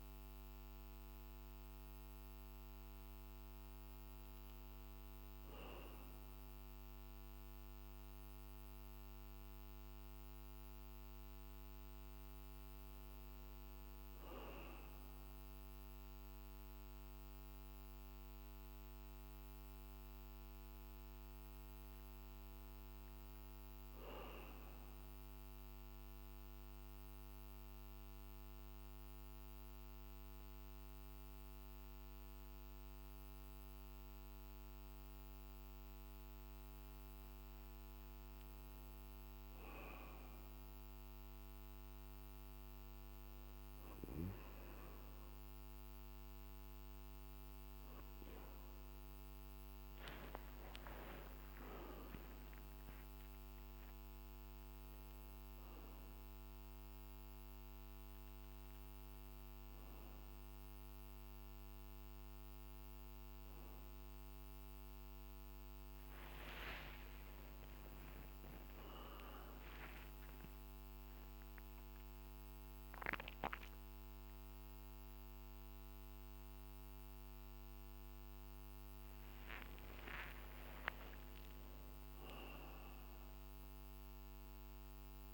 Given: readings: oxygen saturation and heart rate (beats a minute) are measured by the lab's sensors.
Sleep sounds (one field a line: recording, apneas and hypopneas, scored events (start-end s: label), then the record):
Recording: a person partly awake in a sleep study, by a microphone on the trachea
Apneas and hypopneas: 1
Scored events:
5.00-65.00 s: new sleep stage, N1 (lightest sleep)
25.00-37.50 s: central apnea (oxygen 98% before, 95% lowest, heart rate 52 before, 49 extreme, up 4 after)
65.00-85.34 s: new sleep stage, awake
From the record:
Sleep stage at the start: awake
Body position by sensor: on the back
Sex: male